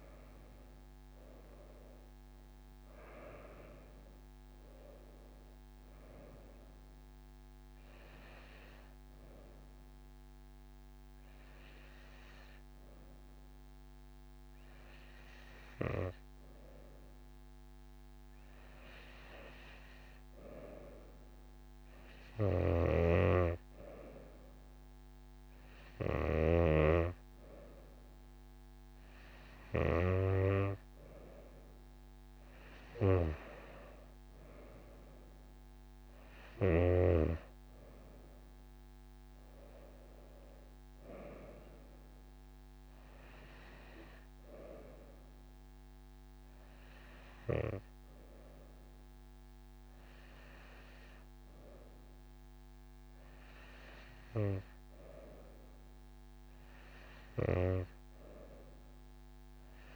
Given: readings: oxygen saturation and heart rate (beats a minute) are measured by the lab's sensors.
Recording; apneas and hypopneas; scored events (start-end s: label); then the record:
breathing in sleep by a microphone on the trachea; none
none scored
From the record:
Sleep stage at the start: N2 (light sleep); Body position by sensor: on the right side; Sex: female